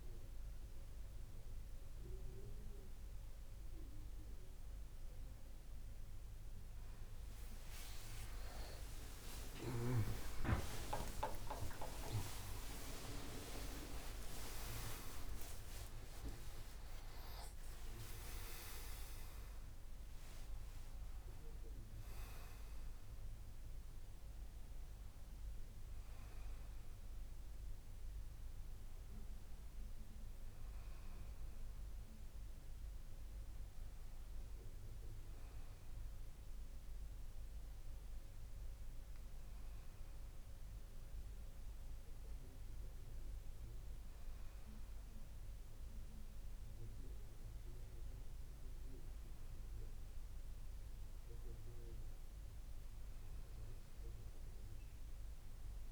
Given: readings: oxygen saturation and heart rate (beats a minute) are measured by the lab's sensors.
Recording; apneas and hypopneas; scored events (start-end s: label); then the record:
breathing in sleep by a room microphone; none
9.00-17.50 s: arousal
18.50-27.50 s: oxygen desaturation (device-marked, oxygen 97% before, 94% lowest)
From the record:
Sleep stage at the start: N1 (lightest sleep); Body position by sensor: on the back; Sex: male